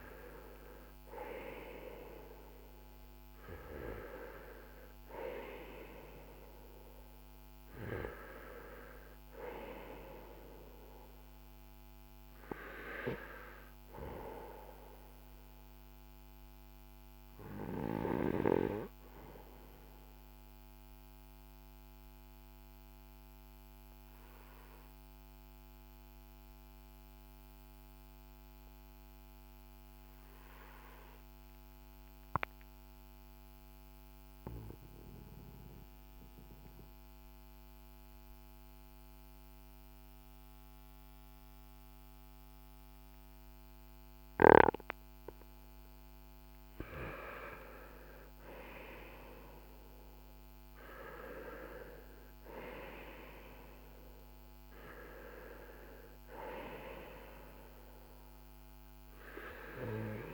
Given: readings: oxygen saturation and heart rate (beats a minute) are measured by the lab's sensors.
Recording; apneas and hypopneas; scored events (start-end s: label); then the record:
breathing in sleep by a microphone on the trachea; 1
0.00-2.50 s: arousal
18.00-45.00 s: obstructive apnea (oxygen 96% before, 90% lowest, heart rate 56 before, 43 extreme, up 15 after)
46.50-51.00 s: arousal
From the record:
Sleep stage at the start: N2 (light sleep); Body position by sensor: on the right side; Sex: male